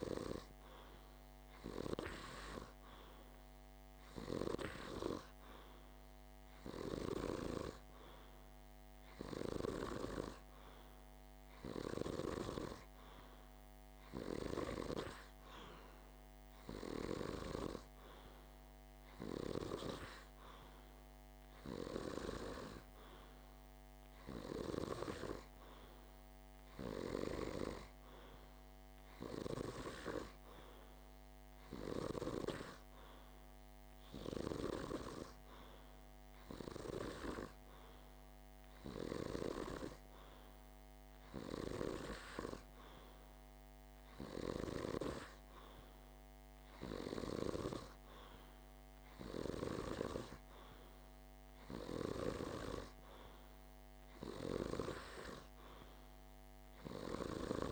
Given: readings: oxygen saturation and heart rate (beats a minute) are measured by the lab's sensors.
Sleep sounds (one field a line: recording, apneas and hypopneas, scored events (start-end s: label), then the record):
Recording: breathing in sleep by a microphone on the trachea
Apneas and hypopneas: none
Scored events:
none scored
From the record:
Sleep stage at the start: N2 (light sleep)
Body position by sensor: on the back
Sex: male